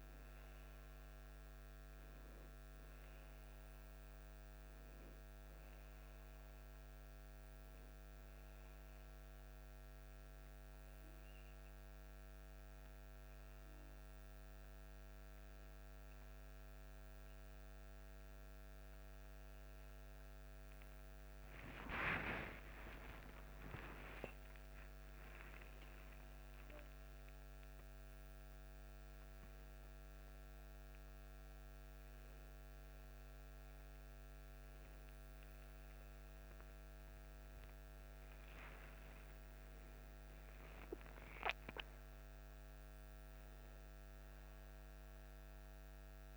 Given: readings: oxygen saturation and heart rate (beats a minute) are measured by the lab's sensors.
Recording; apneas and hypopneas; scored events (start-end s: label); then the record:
breathing in sleep by a microphone on the trachea; 1
9.50-24.00 s: hypopnea (oxygen 93% before, 90% lowest, heart rate 93 before, 46 extreme, up 15 after)
25.00-30.00 s: arousal
From the record:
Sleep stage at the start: N2 (light sleep); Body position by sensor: on the back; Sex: male